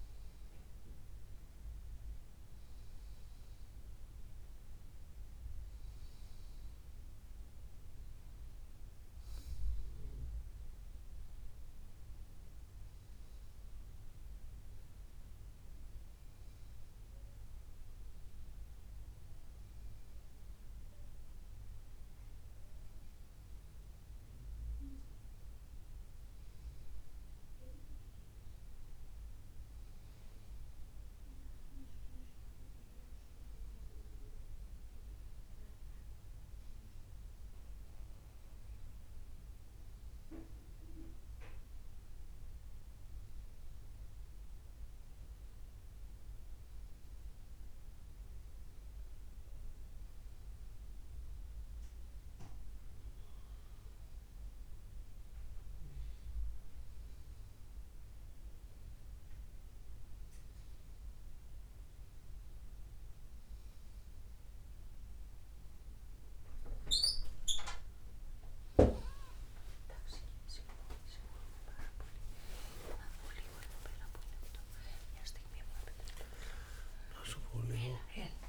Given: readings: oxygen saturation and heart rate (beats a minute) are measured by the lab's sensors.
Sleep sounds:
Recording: a person partly awake in a sleep study, by a room microphone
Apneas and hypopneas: none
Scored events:
55.50-78.49 s: new sleep stage, awake
73.50-75.50 s: long interval between heartbeats (device-marked, heart rate 81 before, 108 extreme)
77.00-78.49 s: long interval between heartbeats (device-marked, heart rate 85 before, 118 extreme)
From the record:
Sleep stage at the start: N2 (light sleep)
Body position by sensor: upright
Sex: male

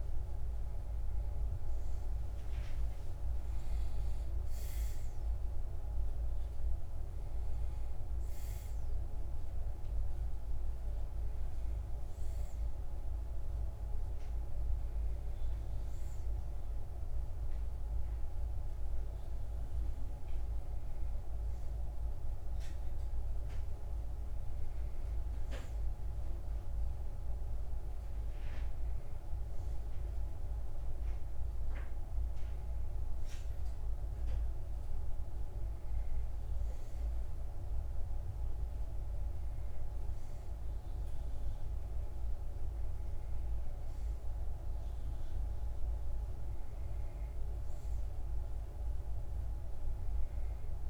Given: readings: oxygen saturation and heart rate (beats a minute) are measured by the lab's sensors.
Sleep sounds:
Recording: breathing in sleep, hard to hear, by a room microphone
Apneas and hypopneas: none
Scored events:
none scored
From the record:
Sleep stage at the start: N1 (lightest sleep)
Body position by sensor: on the back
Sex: male

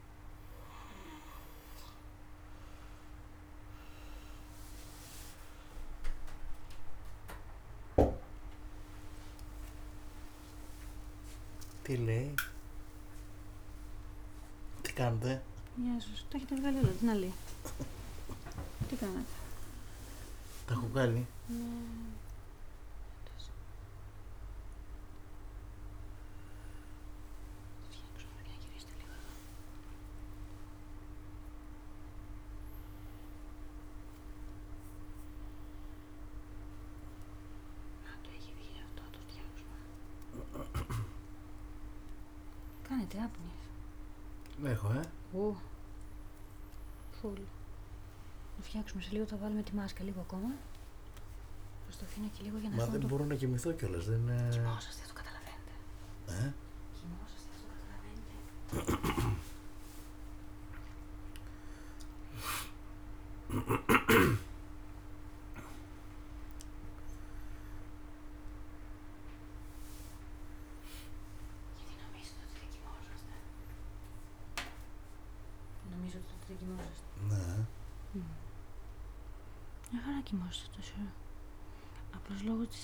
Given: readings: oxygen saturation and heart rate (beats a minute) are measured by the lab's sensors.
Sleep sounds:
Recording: a person awake in a sleep study, by a room microphone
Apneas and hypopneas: none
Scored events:
5.00-18.00 s: oxygen desaturation (device-marked, oxygen 96% before, 89% lowest)
24.00-29.00 s: oxygen desaturation (device-marked, oxygen 91% before, 86% lowest, heart rate 36 before, 48 extreme)
52.00-63.50 s: snoring (device-marked)
From the record:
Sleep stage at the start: awake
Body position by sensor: on the back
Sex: male

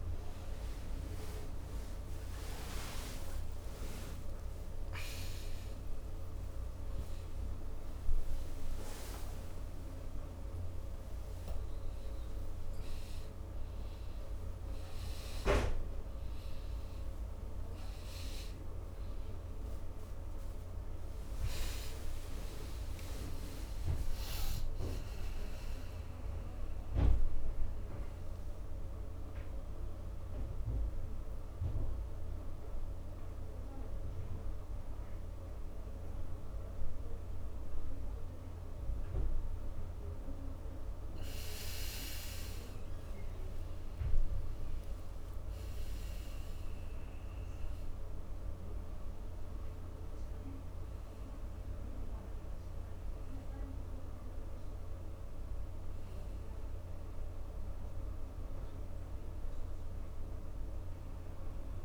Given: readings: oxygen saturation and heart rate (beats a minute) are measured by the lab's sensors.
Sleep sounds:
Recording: a person partly awake in a sleep study, hard to hear, by a room microphone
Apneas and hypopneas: none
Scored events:
0.00-14.00 s: oxygen desaturation (device-marked, oxygen 93% lowest)
24.00-61.85 s: new sleep stage, N2 (light sleep)
From the record:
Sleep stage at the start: awake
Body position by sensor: on the back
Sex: male

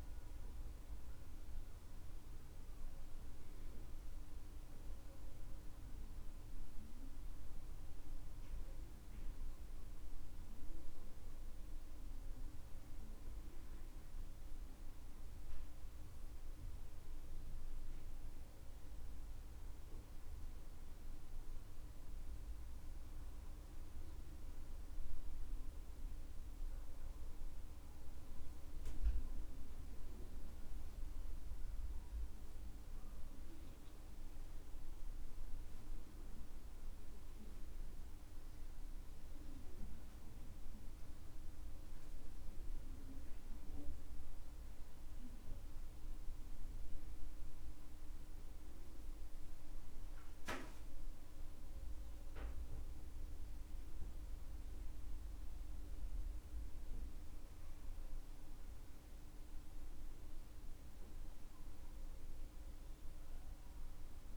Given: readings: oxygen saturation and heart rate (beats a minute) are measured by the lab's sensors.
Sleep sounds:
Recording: breathing in sleep, hard to hear, by a room microphone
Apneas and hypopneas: none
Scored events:
none scored
From the record:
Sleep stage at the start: REM sleep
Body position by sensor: on the back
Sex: male

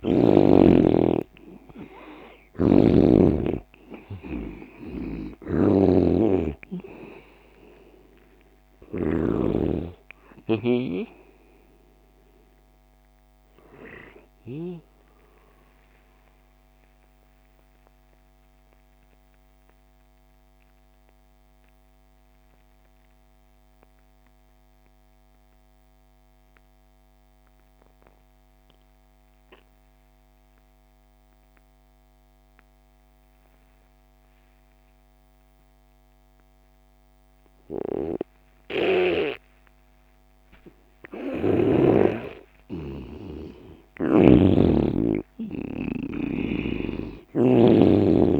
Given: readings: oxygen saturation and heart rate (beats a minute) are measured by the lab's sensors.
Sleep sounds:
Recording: breathing in sleep by a microphone on the trachea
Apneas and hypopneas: 1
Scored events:
0.00-3.00 s: arousal
0.00-24.50 s: oxygen desaturation (device-marked, oxygen 85% lowest)
2.50-9.00 s: snoring (device-marked)
15.50-42.00 s: mixed apnea (oxygen 97% before, 85% lowest)
41.00-47.50 s: snoring (device-marked)
41.50-48.40 s: oxygen desaturation (device-marked, oxygen 99% before, 92% lowest)
43.50-47.50 s: arousal
From the record:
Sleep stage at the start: N2 (light sleep)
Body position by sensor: on the left side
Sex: male

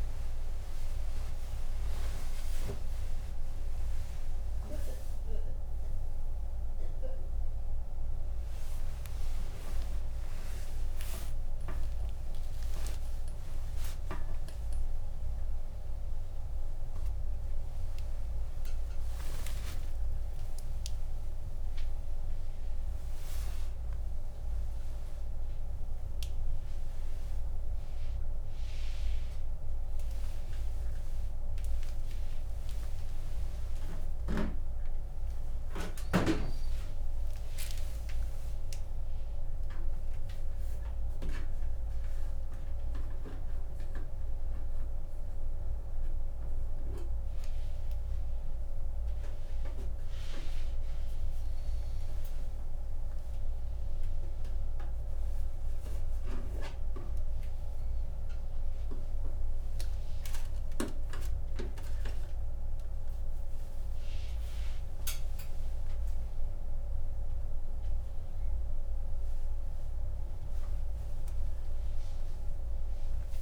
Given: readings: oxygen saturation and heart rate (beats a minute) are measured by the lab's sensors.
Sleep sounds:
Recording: a person awake in a sleep study, by a room microphone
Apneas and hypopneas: none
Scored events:
25.00-59.00 s: oxygen desaturation (device-marked, oxygen 96% before, 88% lowest)
67.00-73.42 s: oxygen desaturation (device-marked, oxygen 96% before, 88% lowest)
From the record:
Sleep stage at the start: awake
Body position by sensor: upright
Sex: male

